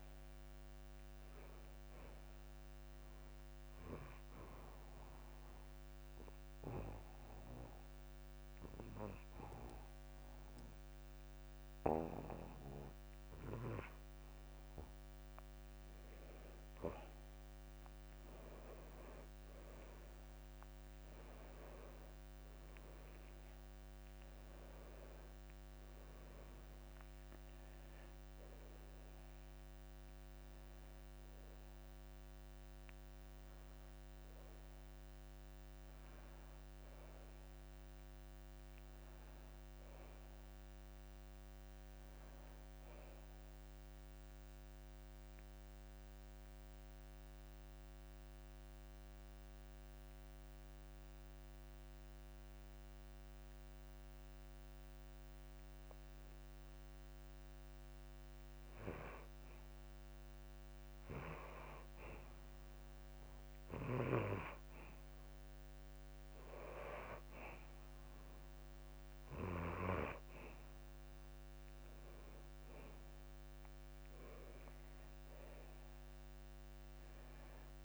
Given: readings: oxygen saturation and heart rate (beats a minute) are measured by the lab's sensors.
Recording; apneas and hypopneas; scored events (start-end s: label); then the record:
breathing in sleep by a microphone on the trachea; 2
5.00-15.50 s: obstructive apnea (oxygen 96% before, 89% lowest, heart rate 59 before, 56 extreme, up 3 after)
10.00-23.00 s: oxygen desaturation (device-marked, oxygen 96% before, 89% lowest, heart rate 60 before, 56 extreme)
22.50-27.00 s: arousal
40.00-62.00 s: oxygen desaturation (device-marked, oxygen 94% before, 90% lowest, heart rate 59 before, 57 extreme)
44.50-56.50 s: mixed apnea (oxygen 94% before, 90% lowest, heart rate 59 before, 57 extreme, up 2 after)
60.50-64.50 s: arousal
73.00-77.85 s: oxygen desaturation (device-marked, oxygen 96% before, 90% lowest, heart rate 59 before, 54 extreme)
From the record:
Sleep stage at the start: N2 (light sleep); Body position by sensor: on the back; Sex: male